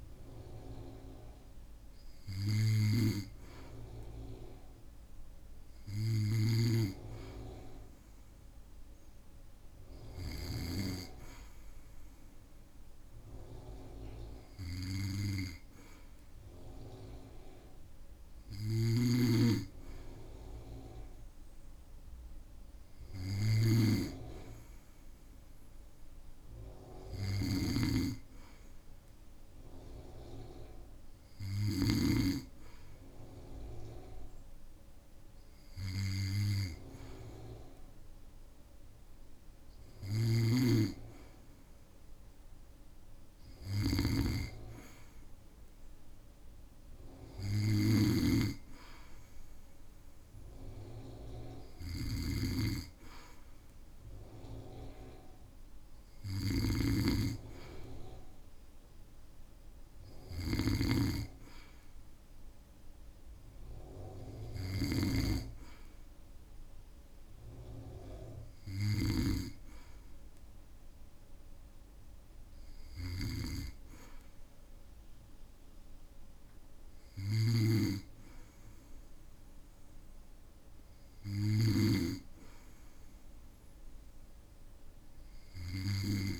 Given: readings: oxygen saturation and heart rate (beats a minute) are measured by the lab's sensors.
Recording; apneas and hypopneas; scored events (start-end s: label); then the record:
breathing in sleep by a room microphone; none
2.50-10.50 s: snoring (device-marked)
18.50-32.00 s: snoring (device-marked)
40.00-82.00 s: snoring (device-marked)
49.50-51.50 s: long interval between heartbeats (device-marked, heart rate 57 before, 62 extreme)
From the record:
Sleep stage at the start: N2 (light sleep); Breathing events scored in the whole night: 132 in 5.2 hours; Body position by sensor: on the back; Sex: male